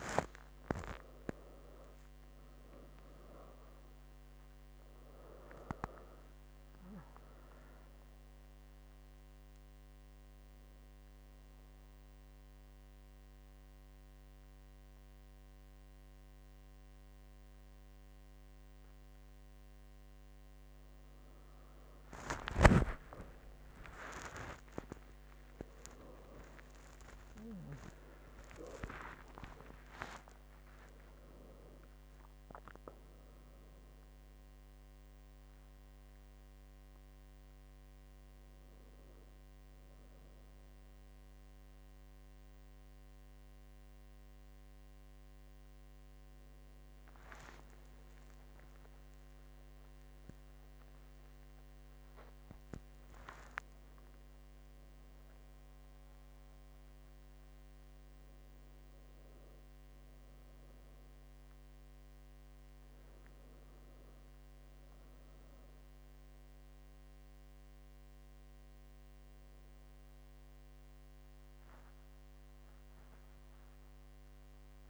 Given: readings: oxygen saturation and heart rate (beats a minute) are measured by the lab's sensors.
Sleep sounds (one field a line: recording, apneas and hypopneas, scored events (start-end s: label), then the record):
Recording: a person awake in a sleep study, by a microphone on the trachea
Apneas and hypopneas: none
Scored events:
66.50-74.90 s: new sleep stage, N1 (lightest sleep)
From the record:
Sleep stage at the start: awake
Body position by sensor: on the back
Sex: female